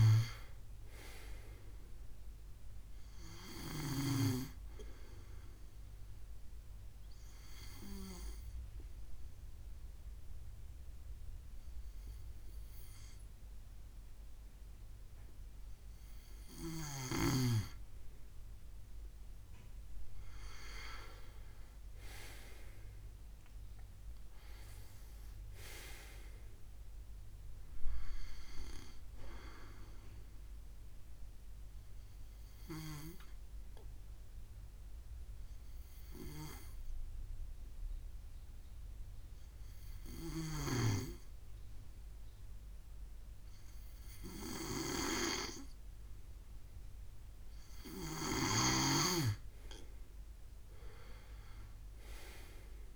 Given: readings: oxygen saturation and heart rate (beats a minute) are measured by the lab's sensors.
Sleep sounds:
breathing in sleep by a room microphone; 2
0.00-4.00 s: snoring (device-marked)
5.00-17.00 s: obstructive apnea (oxygen 96% before, 92% lowest, heart rate 70 before, 66 extreme, up 15 after)
20.50-24.50 s: arousal
31.50-46.00 s: obstructive apnea (oxygen 95% before, 91% lowest, heart rate 75 before, 66 extreme, up 8 after)
46.50-52.96 s: oxygen desaturation (device-marked, oxygen 96% before, 93% lowest, heart rate 73 before, 69 extreme)
49.50-52.96 s: arousal
From the record:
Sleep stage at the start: N2 (light sleep); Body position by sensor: on the left side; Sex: male

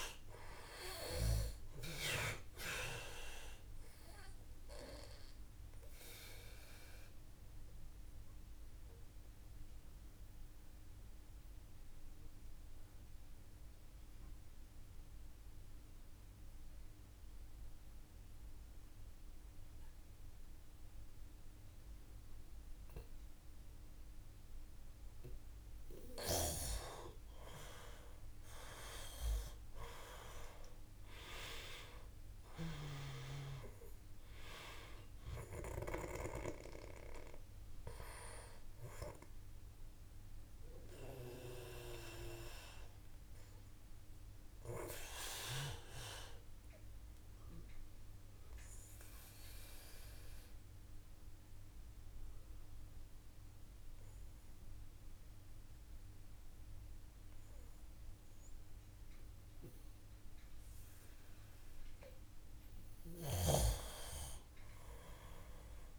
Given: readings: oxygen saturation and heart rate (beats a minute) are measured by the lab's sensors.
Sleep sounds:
breathing in sleep by a room microphone; 2
2.50-25.00 s: obstructive apnea (oxygen 97% before, 88% lowest, heart rate 56 before, 51 extreme, up 5 after)
3.50-22.50 s: oxygen desaturation (device-marked, oxygen 97% before, 91% lowest, heart rate 56 before, 51 extreme)
28.00-32.00 s: arousal
33.50-57.50 s: oxygen desaturation (device-marked, oxygen 96% before, 88% lowest, heart rate 53 before, 52 extreme)
39.50-61.00 s: obstructive apnea (oxygen 96% before, 88% lowest, heart rate 54 before, 49 extreme, up 3 after)
64.00-65.99 s: arousal
From the record:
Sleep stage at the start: N2 (light sleep); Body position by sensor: on the back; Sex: male

